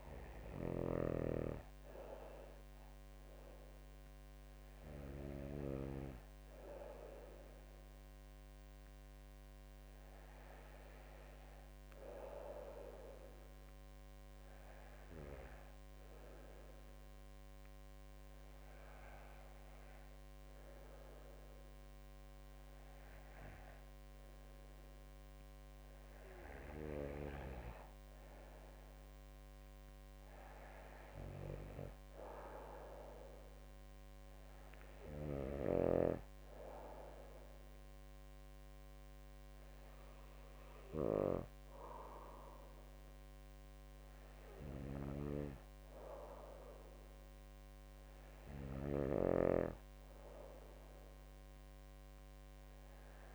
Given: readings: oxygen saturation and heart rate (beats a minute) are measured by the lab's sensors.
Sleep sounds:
breathing in sleep by a microphone on the trachea; 1
14.50-25.50 s: hypopnea (oxygen 98% before, 95% lowest, heart rate 51 before, 49 extreme, up 4 after)
29.00-32.50 s: arousal
From the record:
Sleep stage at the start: N2 (light sleep); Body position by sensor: on the back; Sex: female

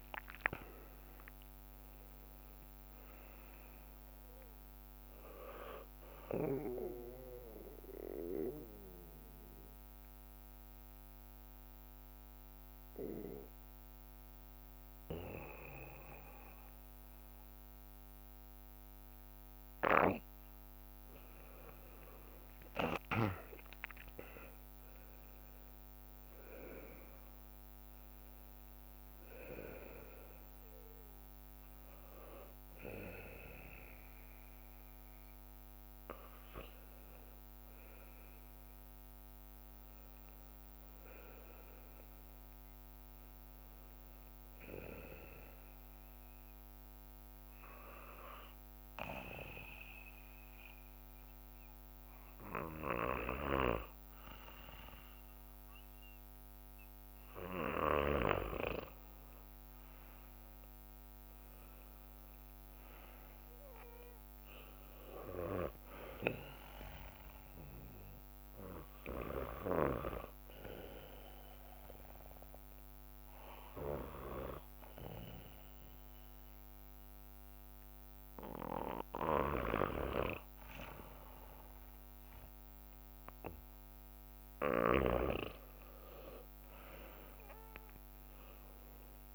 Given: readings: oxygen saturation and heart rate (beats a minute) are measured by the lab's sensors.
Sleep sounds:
breathing in sleep by a microphone on the trachea; 3
0.00-1.00 s: arousal
0.00-22.00 s: oxygen desaturation (device-marked, oxygen 92% lowest, heart rate 57 extreme)
7.00-19.00 s: bradycardia (device-marked, heart rate 60 before, 58 extreme)
7.00-21.00 s: mixed apnea (oxygen 95% before, 92% lowest, heart rate 61 before, 57 extreme, up 8 after)
21.00-25.00 s: leg movement (device-marked)
22.50-27.00 s: arousal
32.00-37.00 s: bradycardia (device-marked, heart rate 60 before, 58 extreme)
32.00-42.00 s: oxygen desaturation (device-marked, oxygen 98% before, 93% lowest, heart rate 61 before, 57 extreme)
36.50-43.50 s: leg movement (device-marked)
43.00-57.00 s: hypopnea (oxygen 98% before, 94% lowest, heart rate 62 before, 57 extreme, up 4 after)
46.00-59.00 s: bradycardia (device-marked, heart rate 60 before, 57 extreme)
51.00-62.00 s: drop in pulse transit time (device-marked, heart rate 61 before, 57 extreme)
59.00-63.00 s: arousal
60.00-61.50 s: leg movement (device-marked)
64.00-75.00 s: oxygen desaturation (device-marked, oxygen 98% before, 94% lowest, heart rate 59 before, 57 extreme)
66.00-83.00 s: bradycardia (device-marked, heart rate 60 before, 57 extreme)
68.00-82.00 s: hypopnea (oxygen 98% before, 94% lowest, heart rate 59 before, 56 extreme, up 4 after)
76.00-89.35 s: drop in pulse transit time (device-marked, heart rate 59 before, 57 extreme)
87.00-89.35 s: arousal
87.00-89.35 s: leg movement (device-marked)
From the record:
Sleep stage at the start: N2 (light sleep); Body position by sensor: on the back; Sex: male

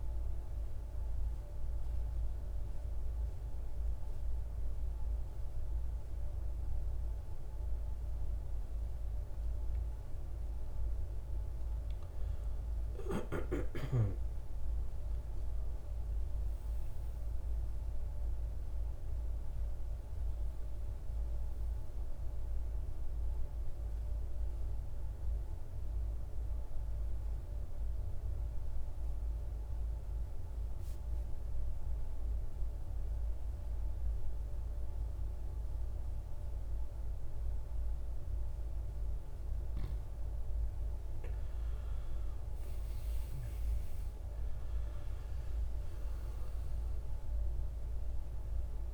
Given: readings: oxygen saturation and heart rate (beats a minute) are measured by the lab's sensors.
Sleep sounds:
breathing in sleep, hard to hear, by a room microphone; 2
0.00-13.50 s: oxygen desaturation (device-marked, oxygen 92% lowest, heart rate 54 extreme)
1.00-11.00 s: obstructive apnea (oxygen 97% before, 87% lowest, heart rate 59 before, 54 extreme, up 15 after)
13.50-17.50 s: arousal
22.00-39.00 s: mixed apnea (oxygen 97% before, 86% lowest, heart rate 65 before, 54 extreme, up 17 after)
41.00-45.00 s: arousal
43.50-48.94 s: oxygen desaturation (device-marked, oxygen 97% before, 87% lowest, heart rate 59 before, 55 extreme)
From the record:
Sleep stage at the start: N2 (light sleep); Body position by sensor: on the right side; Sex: male

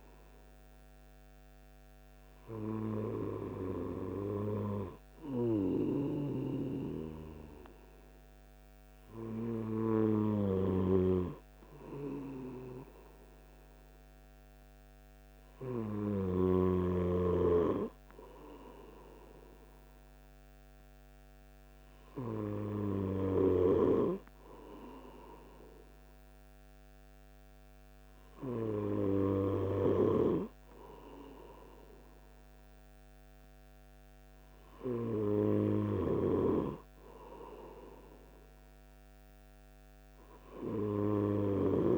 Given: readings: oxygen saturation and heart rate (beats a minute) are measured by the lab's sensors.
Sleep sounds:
breathing in sleep by a microphone on the trachea; none
none scored
From the record:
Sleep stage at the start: N2 (light sleep); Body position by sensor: on the right side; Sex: male

